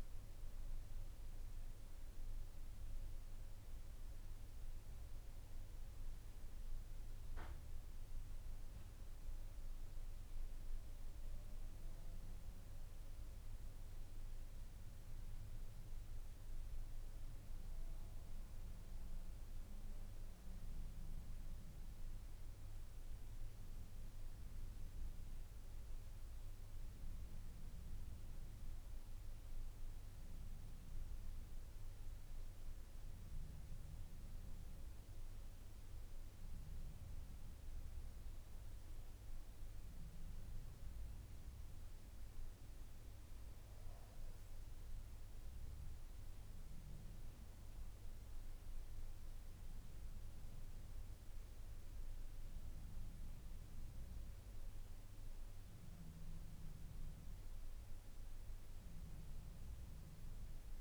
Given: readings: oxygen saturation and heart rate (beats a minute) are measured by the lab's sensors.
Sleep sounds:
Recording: breathing in sleep, hard to hear, by a room microphone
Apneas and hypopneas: none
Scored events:
none scored
From the record:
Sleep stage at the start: N2 (light sleep)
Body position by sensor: on the back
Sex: male

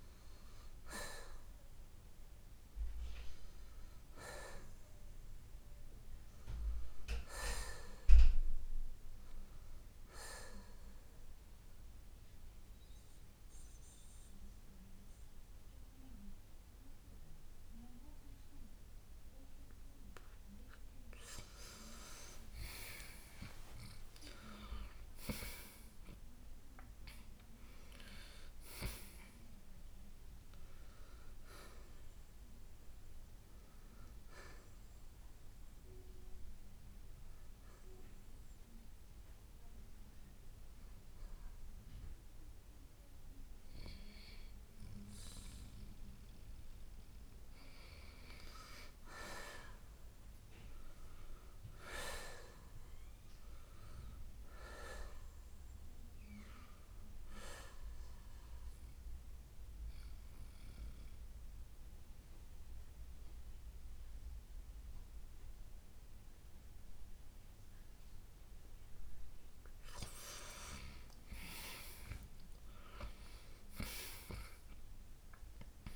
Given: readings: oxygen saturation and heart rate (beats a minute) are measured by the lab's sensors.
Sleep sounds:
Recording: breathing in sleep by a room microphone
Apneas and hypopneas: 3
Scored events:
2.50-13.50 s: oxygen desaturation (device-marked, oxygen 94% before, 87% lowest, heart rate 70 before, 56 extreme)
10.00-21.50 s: central apnea (oxygen 94% before, 86% lowest, heart rate 68 before, 56 extreme, up 8 after)
23.50-27.00 s: arousal
34.50-45.50 s: hypopnea (oxygen 93% before, 86% lowest, heart rate 63 before, 56 extreme, up 8 after)
43.50-58.50 s: oxygen desaturation (device-marked, oxygen 92% before, 86% lowest, heart rate 65 before, 52 extreme)
50.00-55.00 s: arousal
59.00-70.00 s: central apnea (oxygen 92% before, 86% lowest, heart rate 66 before, 52 extreme, up 11 after)
71.50-75.96 s: oxygen desaturation (device-marked, oxygen 93% before, 88% lowest, heart rate 63 before, 58 extreme)
72.00-75.96 s: arousal
From the record:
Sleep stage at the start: N2 (light sleep)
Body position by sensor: on the right side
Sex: male

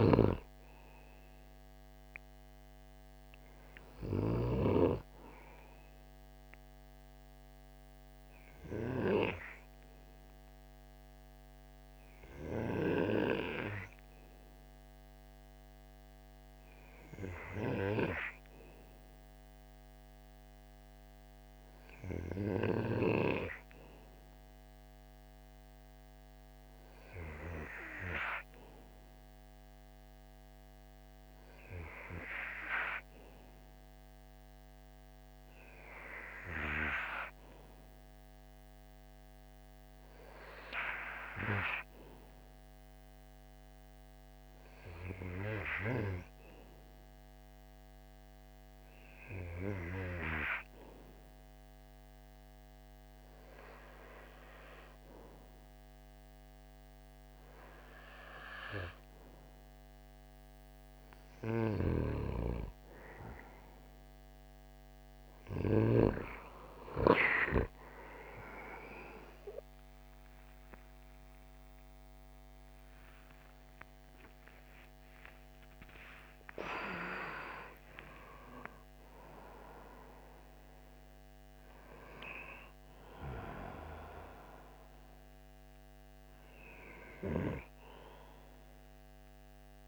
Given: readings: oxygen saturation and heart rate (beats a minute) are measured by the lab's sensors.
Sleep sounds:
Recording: breathing in sleep by a microphone on the trachea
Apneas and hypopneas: 1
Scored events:
0.00-4.00 s: snoring (device-marked)
8.00-57.50 s: hypopnea (oxygen 91% before, 91% lowest, heart rate 58 before, 52 extreme, up 4 after)
61.00-65.50 s: snoring (device-marked)
71.00-77.00 s: arousal
From the record:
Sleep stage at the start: N2 (light sleep)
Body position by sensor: on the right side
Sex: male

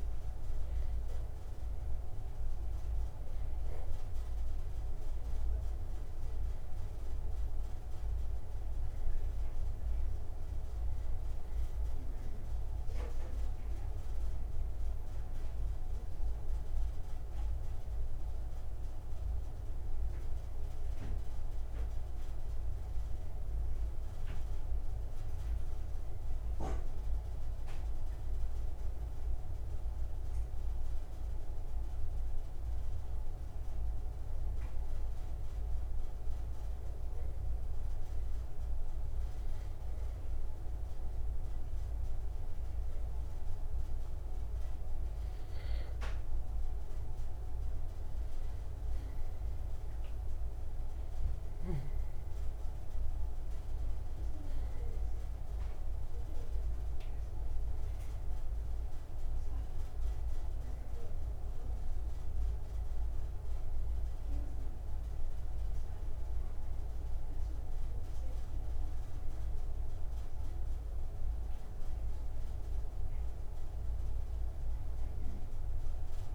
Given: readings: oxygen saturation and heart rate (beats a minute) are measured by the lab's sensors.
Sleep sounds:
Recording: breathing in sleep, hard to hear, by a room microphone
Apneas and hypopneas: 1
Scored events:
14.50-20.00 s: arousal
36.50-47.00 s: obstructive apnea (oxygen 97% before, 93% lowest, heart rate 36 before, 85 extreme, up 21 after)
50.50-56.00 s: arousal
From the record:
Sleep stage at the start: N2 (light sleep)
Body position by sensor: on the right side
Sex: male

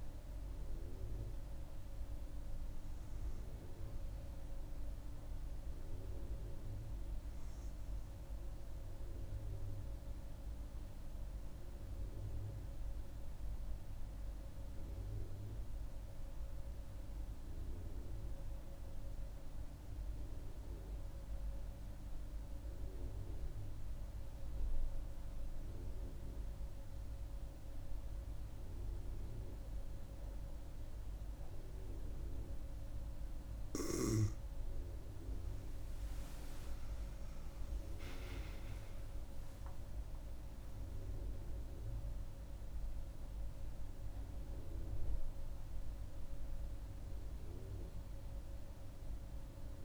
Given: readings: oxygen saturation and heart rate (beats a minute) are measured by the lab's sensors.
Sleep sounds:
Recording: breathing in sleep, hard to hear, by a room microphone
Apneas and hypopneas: 1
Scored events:
0.00-8.00 s: oxygen desaturation (device-marked, oxygen 91% lowest)
8.00-32.50 s: mixed apnea (oxygen 97% before, 89% lowest)
25.00-49.85 s: oxygen desaturation (device-marked, oxygen 97% before, 89% lowest)
36.50-41.00 s: arousal
From the record:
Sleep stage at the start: N2 (light sleep)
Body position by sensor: on the right side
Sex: female

